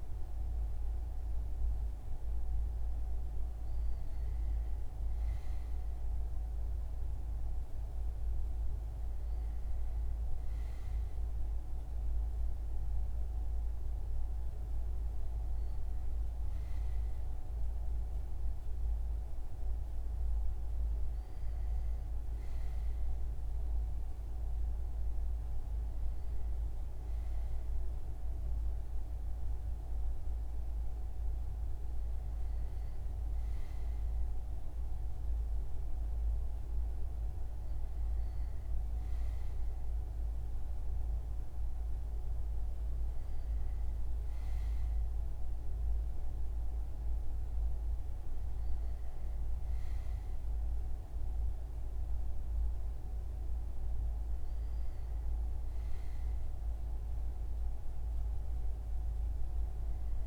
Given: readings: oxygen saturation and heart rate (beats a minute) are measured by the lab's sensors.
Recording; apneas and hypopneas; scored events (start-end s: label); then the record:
breathing in sleep, hard to hear, by a room microphone; none
none scored
From the record:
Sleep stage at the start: N2 (light sleep); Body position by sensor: on the front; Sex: male